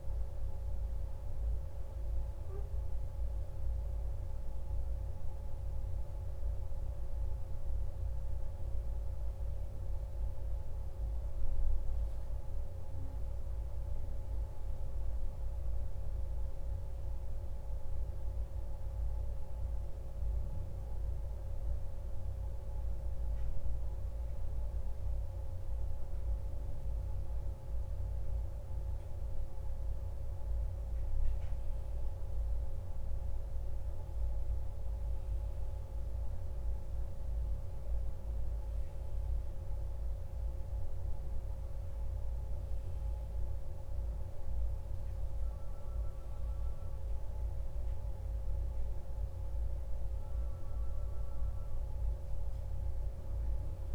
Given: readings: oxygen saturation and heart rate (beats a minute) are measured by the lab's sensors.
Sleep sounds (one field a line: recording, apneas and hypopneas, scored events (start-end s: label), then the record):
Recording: breathing in sleep, hard to hear, by a room microphone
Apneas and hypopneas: none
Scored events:
none scored
From the record:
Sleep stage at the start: N1 (lightest sleep)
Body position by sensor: on the back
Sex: male